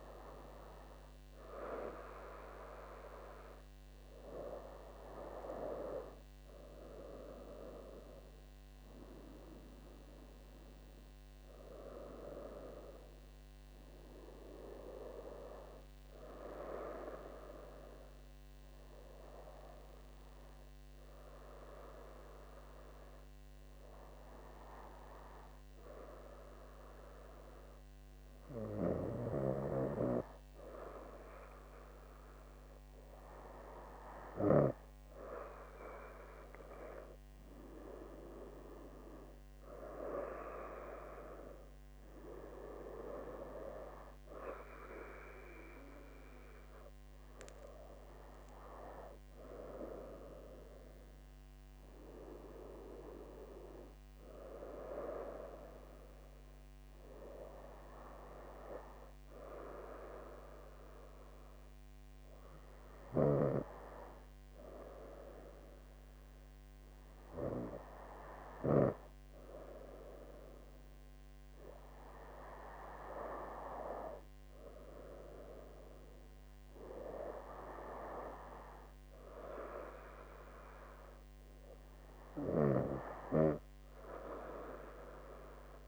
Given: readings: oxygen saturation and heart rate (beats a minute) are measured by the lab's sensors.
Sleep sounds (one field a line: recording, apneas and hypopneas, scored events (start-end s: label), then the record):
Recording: breathing in sleep by a microphone on the trachea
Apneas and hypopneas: none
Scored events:
7.50-11.50 s: arousal
49.00-53.00 s: arousal
From the record:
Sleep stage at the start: N2 (light sleep)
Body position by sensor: on the right side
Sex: female